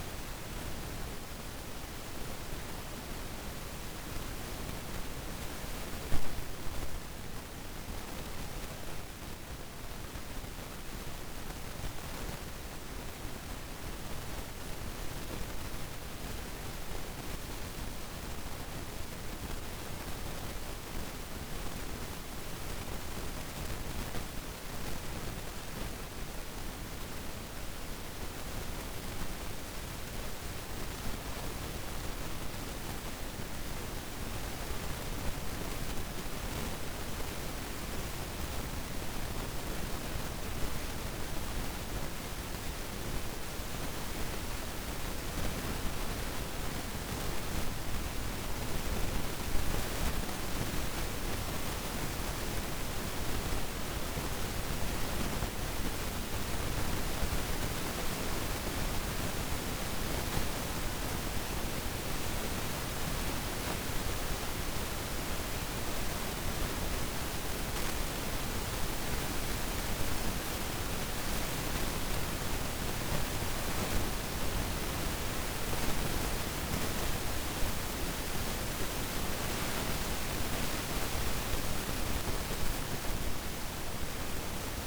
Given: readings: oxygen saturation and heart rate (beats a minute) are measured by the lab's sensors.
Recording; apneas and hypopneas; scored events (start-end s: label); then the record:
breathing in sleep by a room microphone; 1
49.00-61.50 s: hypopnea (oxygen 97% before, 92% lowest, heart rate 55 before, 55 extreme, up 1 after)
63.50-68.00 s: arousal
67.50-80.50 s: oxygen desaturation (device-marked, oxygen 95% before, 92% lowest, heart rate 56 before, 55 extreme)
From the record:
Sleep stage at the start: N2 (light sleep); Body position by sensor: on the back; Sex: female